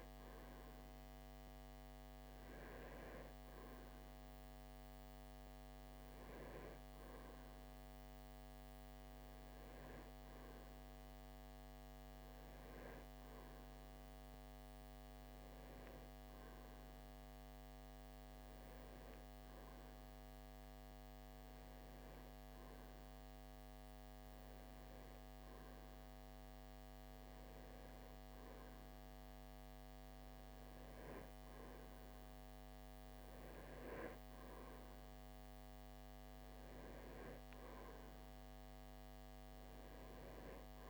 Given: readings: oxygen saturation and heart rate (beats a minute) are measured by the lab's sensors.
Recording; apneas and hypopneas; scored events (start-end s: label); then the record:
breathing in sleep, hard to hear, by a microphone on the trachea; none
0.00-4.50 s: oxygen desaturation (device-marked, oxygen 94% lowest)
0.50-40.90 s: new sleep stage, N2 (light sleep)
From the record:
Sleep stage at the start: N1 (lightest sleep); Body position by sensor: on the back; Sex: male